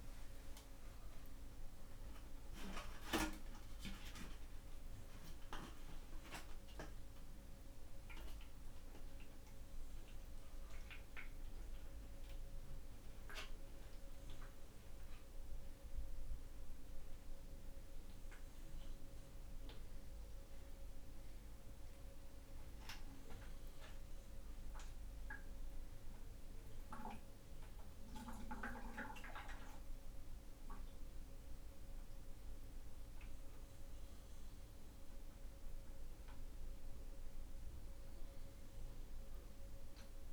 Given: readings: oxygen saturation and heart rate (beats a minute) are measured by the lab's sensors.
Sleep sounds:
a person awake in a sleep study, by a room microphone; none
none scored
From the record:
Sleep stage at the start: awake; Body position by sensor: upright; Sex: male

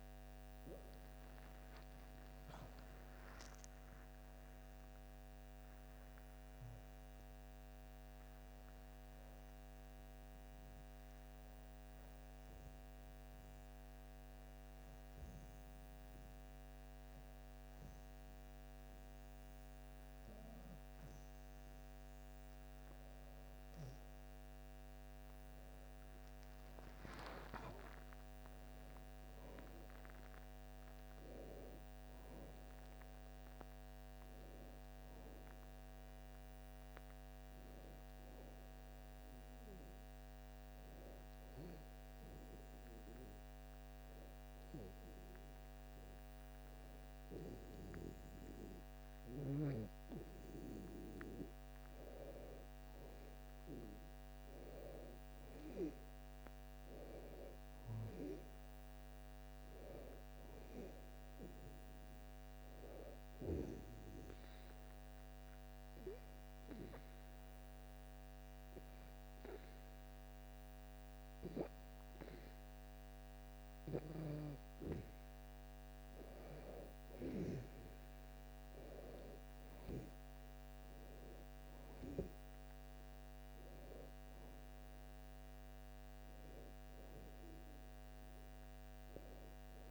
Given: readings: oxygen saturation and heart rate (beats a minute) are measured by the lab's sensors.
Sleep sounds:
breathing in sleep by a microphone on the trachea; 3
0.50-4.50 s: arousal
12.00-22.00 s: hypopnea (oxygen 94% before, 91% lowest, heart rate 71 before, 64 extreme, up 4 after)
24.50-27.50 s: arousal
41.00-89.91 s: new sleep stage, N2 (light sleep)
41.50-51.50 s: obstructive apnea (oxygen 95% before, 91% lowest, heart rate 69 before, 65 extreme, up 3 after)
54.00-58.50 s: arousal
55.00-68.00 s: oxygen desaturation (device-marked, oxygen 95% before, 91% lowest, heart rate 69 before, 64 extreme)
64.00-74.50 s: obstructive apnea (oxygen 95% before, 91% lowest, heart rate 68 before, 64 extreme, up 3 after)
76.50-80.50 s: arousal
80.00-89.91 s: oxygen desaturation (device-marked, oxygen 95% before, 91% lowest, heart rate 68 before, 64 extreme)
From the record:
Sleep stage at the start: N1 (lightest sleep); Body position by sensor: on the back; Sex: female

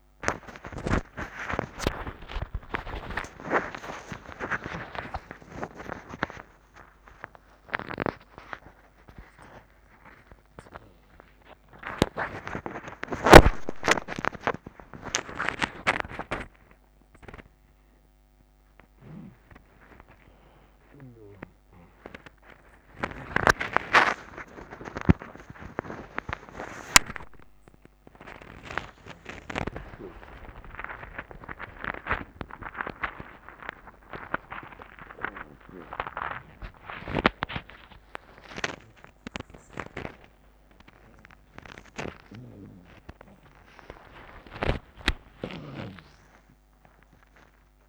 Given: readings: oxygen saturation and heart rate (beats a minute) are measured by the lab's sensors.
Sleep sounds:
a person awake in a sleep study, by a microphone on the trachea; none
0.00-7.00 s: drop in pulse transit time (device-marked, heart rate 81 extreme)
5.00-12.00 s: tachycardia (device-marked, heart rate 41 before, 130 extreme)
9.00-11.00 s: long interval between heartbeats (device-marked, heart rate 85 before, 123 extreme)
12.00-14.00 s: long interval between heartbeats (device-marked, heart rate 92 before, 132 extreme)
18.50-29.00 s: snoring (device-marked)
42.00-47.89 s: tachycardia (device-marked, heart rate 48 before, 105 extreme)
45.50-47.50 s: long interval between heartbeats (device-marked, heart rate 87 before, 105 extreme)
46.00-47.89 s: drop in pulse transit time (device-marked)
From the record:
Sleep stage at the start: awake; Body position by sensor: on the right side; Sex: male

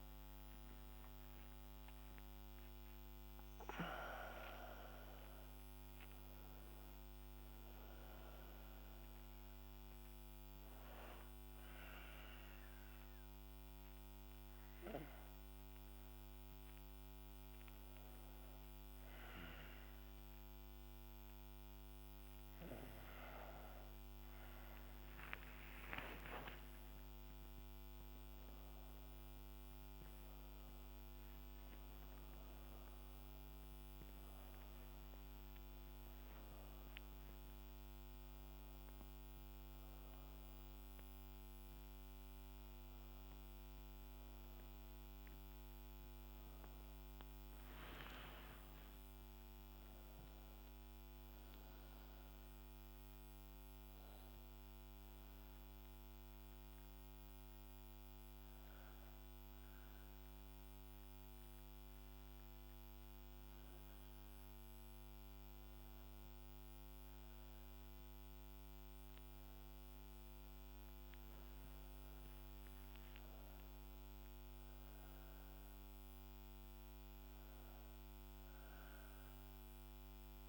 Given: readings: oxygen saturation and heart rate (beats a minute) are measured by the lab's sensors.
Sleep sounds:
breathing in sleep by a microphone on the trachea; 1
46.50-80.48 s: new sleep stage, N2 (light sleep)
47.50-52.00 s: arousal
55.00-66.00 s: hypopnea (oxygen 97% before, 92% lowest, heart rate 72 before, 61 extreme, up 16 after)
68.50-72.00 s: arousal
69.50-80.48 s: oxygen desaturation (device-marked, oxygen 96% before, 93% lowest, heart rate 66 before, 61 extreme)
72.00-74.00 s: long interval between heartbeats (device-marked, heart rate 66 before, 75 extreme)
From the record:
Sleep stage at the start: N1 (lightest sleep); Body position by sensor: on the right side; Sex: female

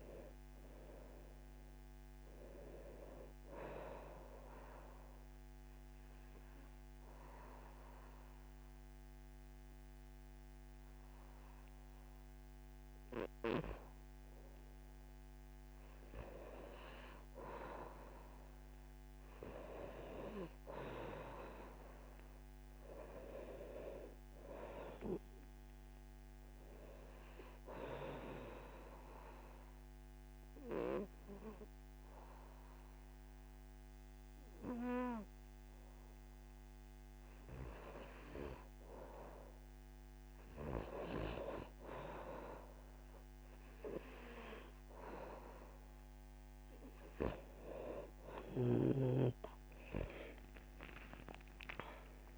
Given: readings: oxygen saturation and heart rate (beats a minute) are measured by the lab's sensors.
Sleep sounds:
breathing in sleep by a microphone on the trachea; 2
4.00-14.50 s: obstructive apnea (oxygen 99% before, 90% lowest, heart rate 75 before, 72 extreme, up 3 after)
4.50-14.50 s: oxygen desaturation (device-marked, oxygen 99% before, 91% lowest, heart rate 75 before, 72 extreme)
17.50-21.00 s: arousal
26.50-39.50 s: oxygen desaturation (device-marked, oxygen 97% before, 91% lowest, heart rate 76 before, 73 extreme)
29.00-39.50 s: obstructive apnea (oxygen 97% before, 90% lowest, heart rate 76 before, 75 extreme, up 8 after)
45.50-52.38 s: oxygen desaturation (device-marked, oxygen 97% before, 90% lowest, heart rate 78 before, 73 extreme)
50.00-52.38 s: arousal
From the record:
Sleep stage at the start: N2 (light sleep); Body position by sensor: on the back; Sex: male

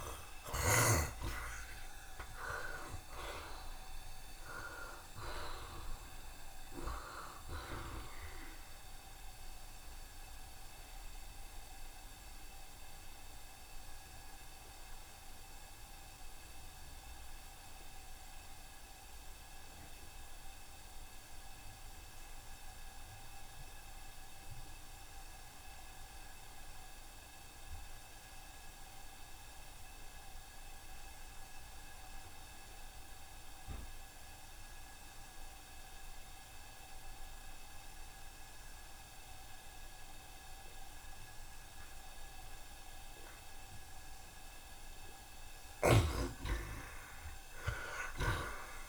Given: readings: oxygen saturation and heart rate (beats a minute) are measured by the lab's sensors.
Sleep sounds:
breathing in sleep by a room microphone; 1
0.00-1.00 s: snoring (device-marked)
0.00-4.00 s: arousal
0.00-10.00 s: oxygen desaturation (device-marked, oxygen 58% lowest, heart rate 67 extreme)
1.00-3.00 s: long interval between heartbeats (device-marked, heart rate 76 before, 96 extreme)
2.00-4.00 s: tachycardia (device-marked, heart rate 77 before, 99 extreme)
11.00-44.50 s: obstructive apnea (oxygen 72% before, 59% lowest, heart rate 87 before, 70 extreme, up 5 after)
28.00-48.89 s: oxygen desaturation (device-marked, oxygen 91% before, 62% lowest, heart rate 78 before, 70 extreme)
46.50-48.89 s: arousal
From the record:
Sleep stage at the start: N2 (light sleep); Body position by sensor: on the right side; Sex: male

